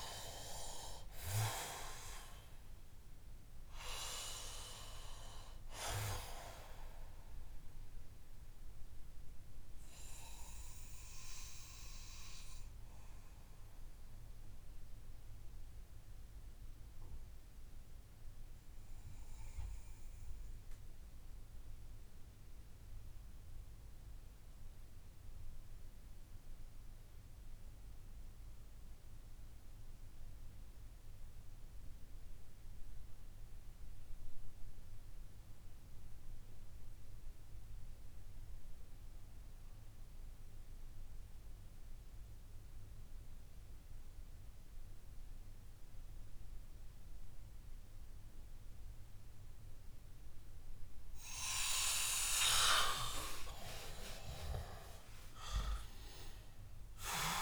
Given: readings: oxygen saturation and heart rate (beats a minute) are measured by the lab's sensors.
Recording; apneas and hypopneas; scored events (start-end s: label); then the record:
breathing in sleep by a room microphone; 1
0.00-11.50 s: oxygen desaturation (device-marked, oxygen 93% lowest)
9.50-51.50 s: mixed apnea (oxygen 97% before, 90% lowest)
16.50-29.50 s: oxygen desaturation (device-marked, oxygen 95% before, 90% lowest)
52.00-55.50 s: arousal
54.50-57.41 s: oxygen desaturation (device-marked, oxygen 96% before, 90% lowest)
From the record:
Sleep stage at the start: N2 (light sleep); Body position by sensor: on the back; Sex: male